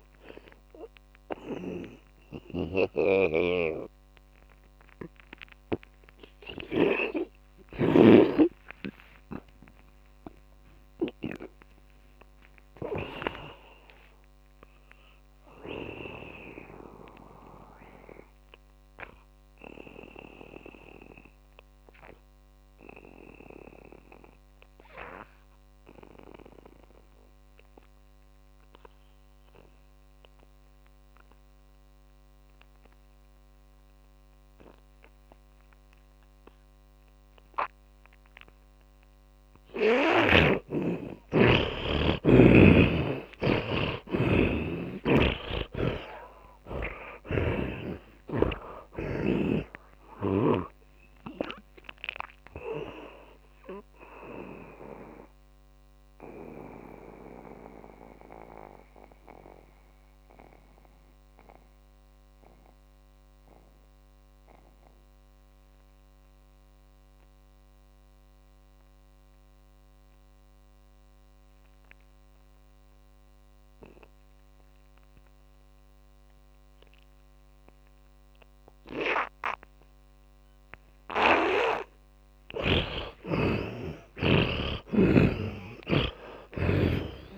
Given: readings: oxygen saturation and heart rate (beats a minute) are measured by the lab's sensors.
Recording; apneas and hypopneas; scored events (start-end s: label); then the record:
breathing in sleep by a microphone on the trachea; 2
0.00-8.50 s: snoring (device-marked)
3.50-13.50 s: oxygen desaturation (device-marked, oxygen 97% before, 81% lowest, heart rate 73 before, 53 extreme)
11.50-16.00 s: arousal
18.50-40.50 s: mixed apnea (oxygen 100% before, 80% lowest, heart rate 89 before, 49 extreme, up 46 after)
33.50-72.50 s: oxygen desaturation (device-marked, oxygen 100% before, 80% lowest, heart rate 69 before, 49 extreme)
42.50-46.50 s: arousal
45.50-49.00 s: snoring (device-marked)
55.00-82.50 s: mixed apnea (oxygen 100% before, 80% lowest, heart rate 71 before, 51 extreme, up 17 after)
85.00-87.38 s: arousal
85.00-87.38 s: snoring (device-marked)
From the record:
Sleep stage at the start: N2 (light sleep); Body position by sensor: on the back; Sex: male